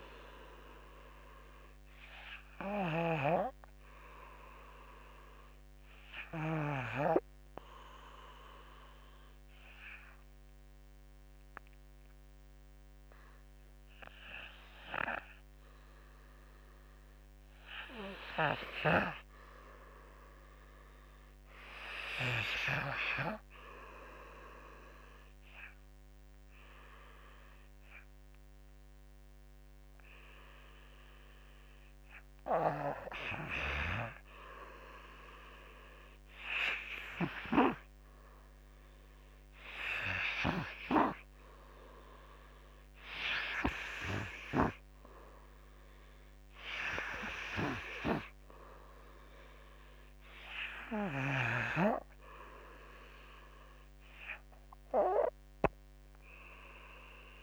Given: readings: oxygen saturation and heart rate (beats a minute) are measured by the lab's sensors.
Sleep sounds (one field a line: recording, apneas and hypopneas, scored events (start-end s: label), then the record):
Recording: breathing in sleep by a microphone on the trachea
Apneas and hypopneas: 1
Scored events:
0.00-1.50 s: drop in pulse transit time (device-marked, heart rate 52 extreme)
0.00-10.50 s: oxygen desaturation (device-marked, oxygen 86% lowest, heart rate 51 extreme)
9.50-23.00 s: mixed apnea (oxygen 97% before, 86% lowest, heart rate 57 before, 51 extreme, up 3 after)
25.50-29.00 s: arousal
30.50-46.50 s: oxygen desaturation (device-marked, oxygen 97% before, 90% lowest, heart rate 52 before, 54 extreme)
52.50-57.43 s: oxygen desaturation (device-marked, oxygen 95% before, 90% lowest, heart rate 60 before, 54 extreme)
From the record:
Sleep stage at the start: N2 (light sleep)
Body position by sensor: on the back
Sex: male